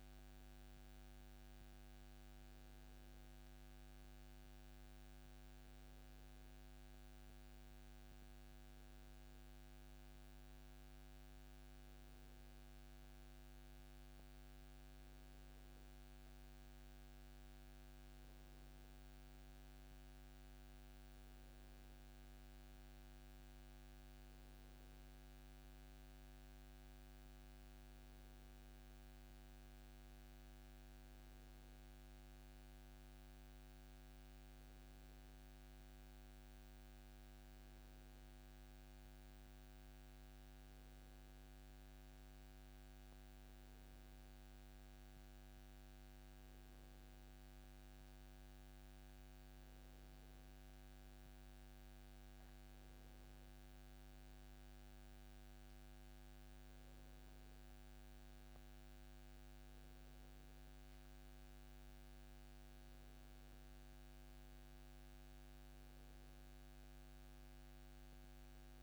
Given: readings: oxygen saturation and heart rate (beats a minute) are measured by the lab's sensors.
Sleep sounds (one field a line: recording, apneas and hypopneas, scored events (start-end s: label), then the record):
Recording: breathing in sleep, hard to hear, by a microphone on the trachea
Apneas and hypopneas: none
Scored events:
none scored
From the record:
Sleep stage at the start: N1 (lightest sleep)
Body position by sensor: on the back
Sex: male